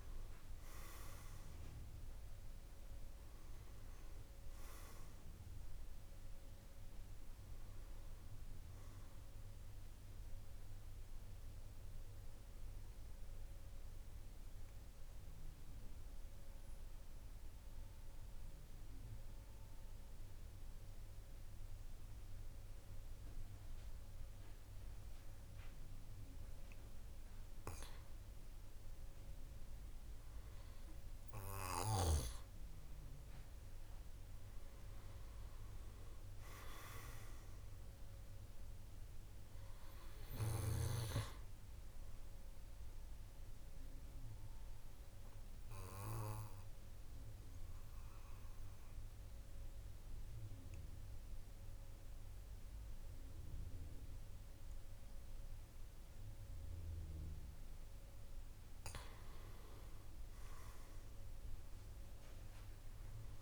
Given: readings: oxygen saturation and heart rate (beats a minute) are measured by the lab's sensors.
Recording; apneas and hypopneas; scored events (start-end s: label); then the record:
breathing in sleep by a room microphone; 2
0.00-17.00 s: oxygen desaturation (device-marked, oxygen 90% lowest, heart rate 47 extreme)
9.50-28.00 s: mixed apnea (oxygen 98% before, 90% lowest, heart rate 56 before, 47 extreme, up 6 after)
29.50-33.00 s: arousal
32.00-55.00 s: oxygen desaturation (device-marked, oxygen 99% before, 93% lowest, heart rate 50 before, 45 extreme)
44.00-57.00 s: obstructive apnea (oxygen 99% before, 93% lowest, heart rate 53 before, 45 extreme, up 9 after)
60.00-63.42 s: arousal
From the record:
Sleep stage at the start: N2 (light sleep); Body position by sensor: on the back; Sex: male